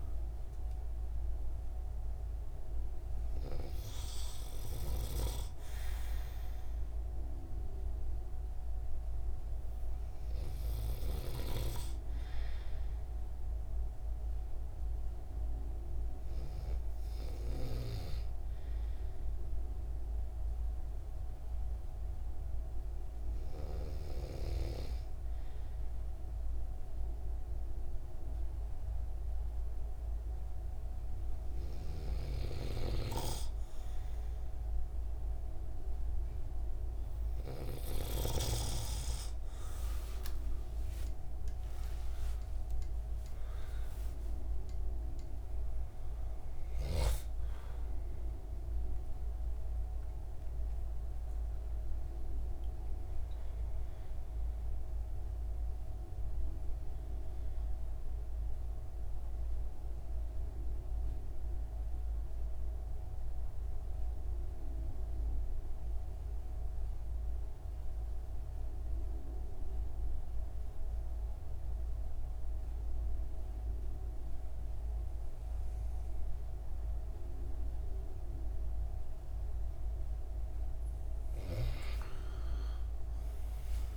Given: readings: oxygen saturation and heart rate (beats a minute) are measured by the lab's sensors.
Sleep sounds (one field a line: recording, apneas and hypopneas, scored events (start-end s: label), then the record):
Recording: breathing in sleep by a room microphone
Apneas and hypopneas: 1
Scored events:
43.00-49.50 s: arousal
55.50-79.50 s: mixed apnea (oxygen 96% before, 91% lowest)
82.00-83.97 s: arousal
From the record:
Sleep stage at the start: N2 (light sleep)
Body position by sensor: on the right side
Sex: male